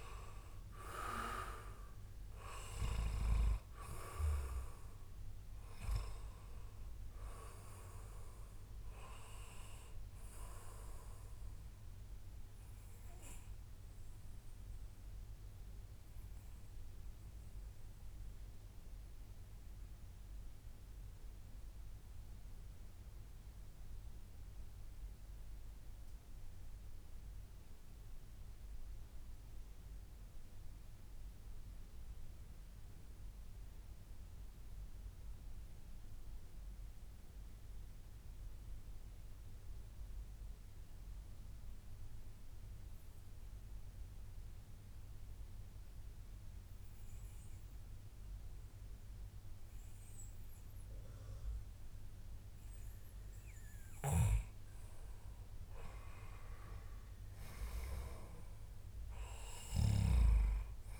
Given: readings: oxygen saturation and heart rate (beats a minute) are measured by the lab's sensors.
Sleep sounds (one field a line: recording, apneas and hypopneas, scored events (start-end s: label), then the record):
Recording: breathing in sleep by a room microphone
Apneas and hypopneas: 1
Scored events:
4.50-29.50 s: oxygen desaturation (device-marked, oxygen 95% before, 91% lowest, heart rate 123 before, 97 extreme)
12.00-53.00 s: mixed apnea (oxygen 96% before, 91% lowest, heart rate 136 before, 97 extreme, up 9 after)
19.50-21.50 s: long interval between heartbeats (device-marked, heart rate 142 before, 135 extreme)
31.50-33.50 s: long interval between heartbeats (device-marked, heart rate 129 before, 110 extreme)
36.00-38.00 s: long interval between heartbeats (device-marked, heart rate 122 before, 107 extreme)
43.50-61.00 s: oxygen desaturation (device-marked, oxygen 99% before, 92% lowest, heart rate 108 before, 88 extreme)
55.50-61.00 s: arousal
57.50-59.50 s: long interval between heartbeats (device-marked, heart rate 100 before, 106 extreme)
From the record:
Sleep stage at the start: N2 (light sleep)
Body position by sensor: on the back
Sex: male